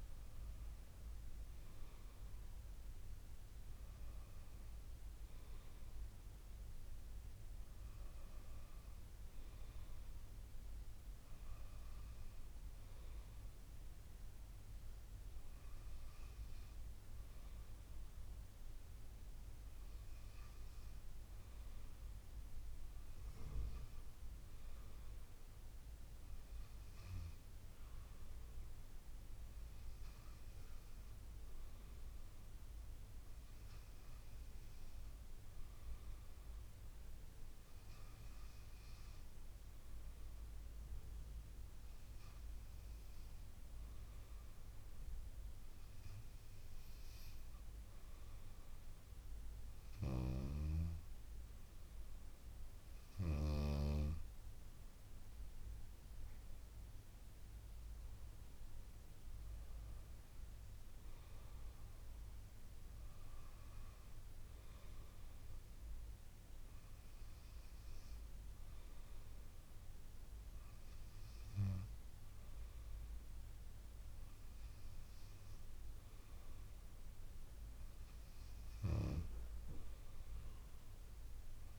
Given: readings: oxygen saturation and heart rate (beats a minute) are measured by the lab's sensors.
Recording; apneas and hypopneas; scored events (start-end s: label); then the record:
breathing in sleep, hard to hear, by a room microphone; 1
25.50-51.00 s: hypopnea (oxygen 98% before, 96% lowest, heart rate 55 before, 54 extreme, up 4 after)
56.50-60.50 s: arousal
From the record:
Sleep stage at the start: N2 (light sleep); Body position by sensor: on the back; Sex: female